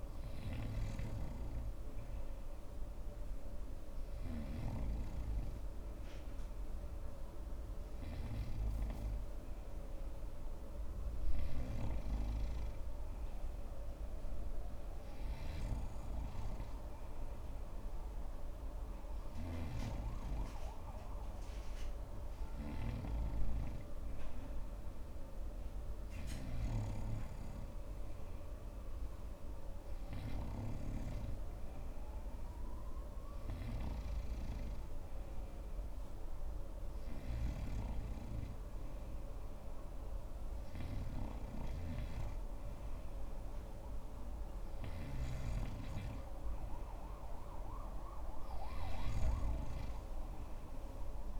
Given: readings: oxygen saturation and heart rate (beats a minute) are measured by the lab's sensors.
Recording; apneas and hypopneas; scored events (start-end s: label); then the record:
breathing in sleep by a room microphone; none
none scored
From the record:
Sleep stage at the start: N3 (deep sleep); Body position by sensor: on the front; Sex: male